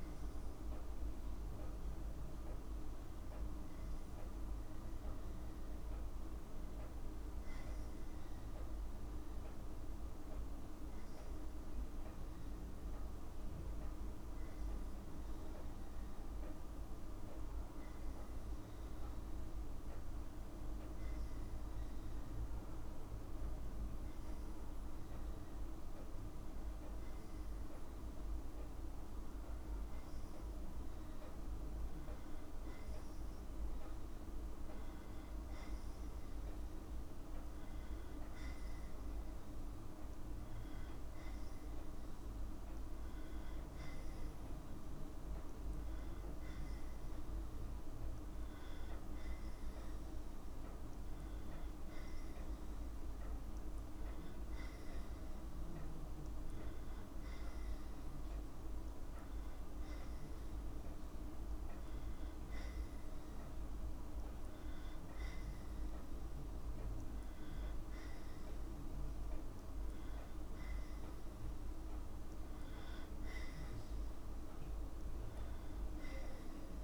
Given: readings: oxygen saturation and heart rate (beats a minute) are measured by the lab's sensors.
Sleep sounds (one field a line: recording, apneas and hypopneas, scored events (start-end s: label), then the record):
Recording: a person awake in a sleep study, hard to hear, by a room microphone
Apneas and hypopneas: none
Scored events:
38.50-61.50 s: oxygen desaturation (device-marked, oxygen 98% before, 93% lowest, heart rate 61 before, 61 extreme)
74.50-76.83 s: new sleep stage, N2 (light sleep)
From the record:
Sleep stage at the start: awake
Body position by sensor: on the right side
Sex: female